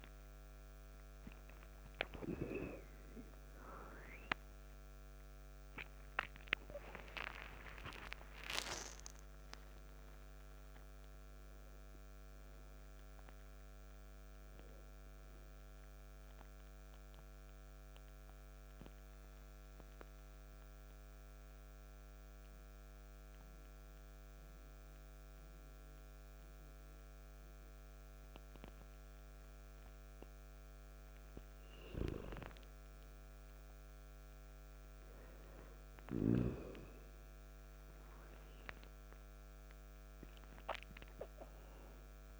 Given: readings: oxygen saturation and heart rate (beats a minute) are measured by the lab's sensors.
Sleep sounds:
breathing in sleep by a microphone on the trachea; 1
1.00-6.50 s: arousal
1.50-32.50 s: oxygen desaturation (device-marked, oxygen 98% before, 90% lowest, heart rate 60 before, 59 extreme)
16.50-30.50 s: obstructive apnea (oxygen 98% before, 90% lowest, heart rate 61 before, 59 extreme, up 1 after)
36.50-41.50 s: arousal
From the record:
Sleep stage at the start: N2 (light sleep); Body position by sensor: on the back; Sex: male

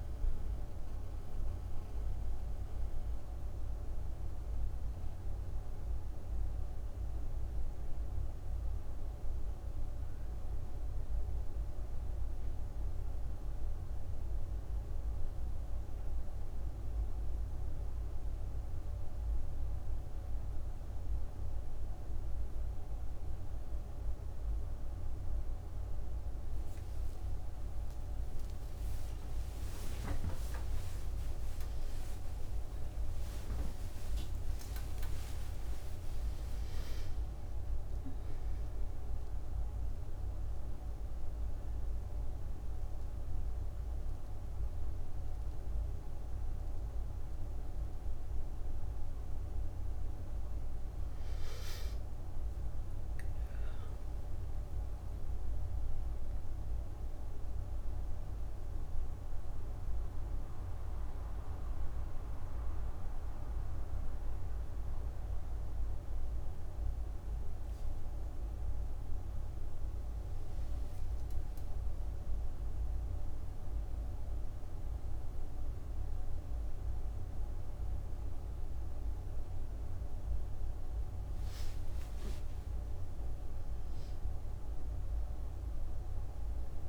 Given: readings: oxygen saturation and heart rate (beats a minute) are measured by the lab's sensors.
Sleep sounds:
a person awake in a sleep study, hard to hear, by a room microphone; none
11.00-86.88 s: new sleep stage, awake
From the record:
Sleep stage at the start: N1 (lightest sleep); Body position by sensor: on the back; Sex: female

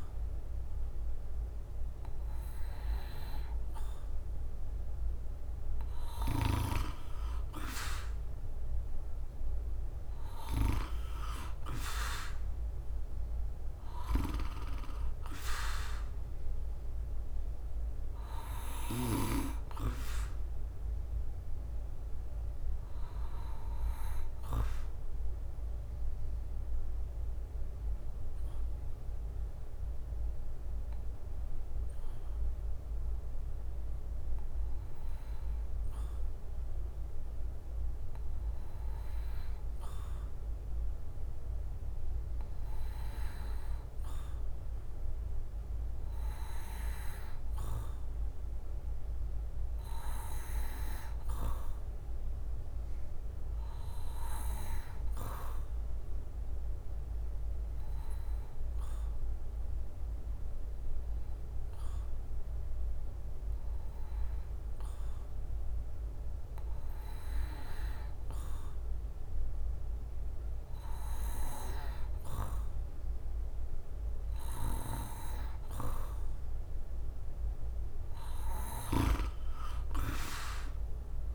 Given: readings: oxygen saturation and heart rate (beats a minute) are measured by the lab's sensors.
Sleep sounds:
breathing in sleep by a room microphone; 1
0.00-1.50 s: drop in pulse transit time (device-marked, heart rate 48 extreme)
0.00-7.50 s: oxygen desaturation (device-marked, oxygen 91% lowest, heart rate 48 extreme)
0.00-10.50 s: bradycardia (device-marked, heart rate 48 extreme)
6.50-81.35 s: new sleep stage, REM sleep
11.50-19.50 s: drop in pulse transit time (device-marked, heart rate 51 before, 59 extreme)
29.50-77.50 s: bradycardia (device-marked, heart rate 57 before, 51 extreme)
32.50-44.50 s: oxygen desaturation (device-marked, oxygen 92% before, 89% lowest, heart rate 61 before, 51 extreme)
37.00-54.50 s: obstructive apnea (oxygen 92% before, 87% lowest, heart rate 61 before, 51 extreme, up 2 after)
55.50-65.50 s: drop in pulse transit time (device-marked, heart rate 53 before, 53 extreme)
57.50-81.35 s: oxygen desaturation (device-marked, oxygen 97% before, 88% lowest, heart rate 53 before, 53 extreme)
58.00-62.50 s: arousal
From the record:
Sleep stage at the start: N2 (light sleep); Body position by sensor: on the back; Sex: male

